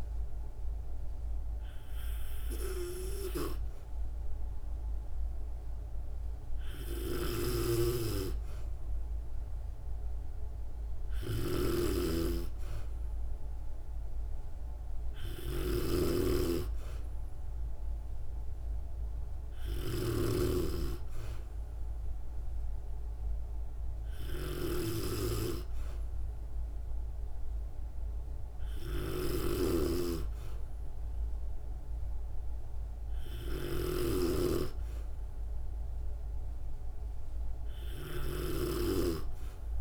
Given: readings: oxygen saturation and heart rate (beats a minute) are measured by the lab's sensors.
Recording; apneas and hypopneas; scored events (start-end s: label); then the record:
breathing in sleep by a room microphone; none
7.00-39.81 s: snoring (device-marked)
From the record:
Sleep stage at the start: N2 (light sleep); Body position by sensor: on the back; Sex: female